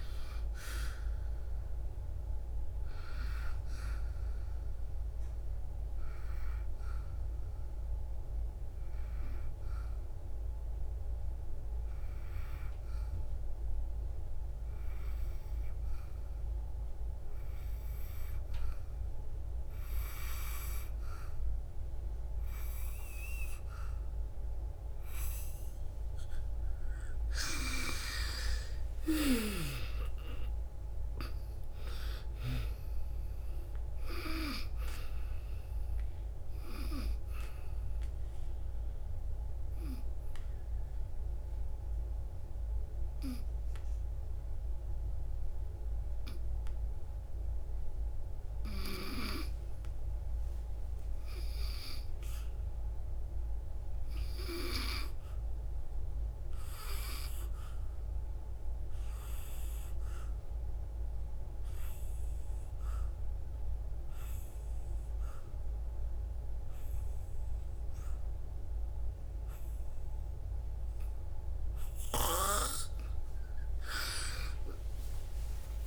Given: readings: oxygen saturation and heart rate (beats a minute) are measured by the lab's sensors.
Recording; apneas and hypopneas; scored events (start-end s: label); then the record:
breathing in sleep by a room microphone; 3
4.00-26.00 s: obstructive apnea (oxygen 97% before, 87% lowest, heart rate 66 before, 55 extreme, up 11 after)
27.50-31.00 s: arousal
34.50-60.50 s: oxygen desaturation (device-marked, oxygen 97% before, 87% lowest, heart rate 62 before, 54 extreme)
39.00-49.00 s: obstructive apnea (oxygen 97% before, 87% lowest, heart rate 65 before, 57 extreme, up 6 after)
52.50-55.50 s: arousal
60.00-71.50 s: obstructive apnea (oxygen 96% before, 88% lowest, heart rate 61 before, 54 extreme, up 0 after)
71.50-75.87 s: oxygen desaturation (device-marked, oxygen 99% before, 88% lowest, heart rate 62 before, 55 extreme)
From the record:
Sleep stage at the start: N2 (light sleep); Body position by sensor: on the back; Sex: female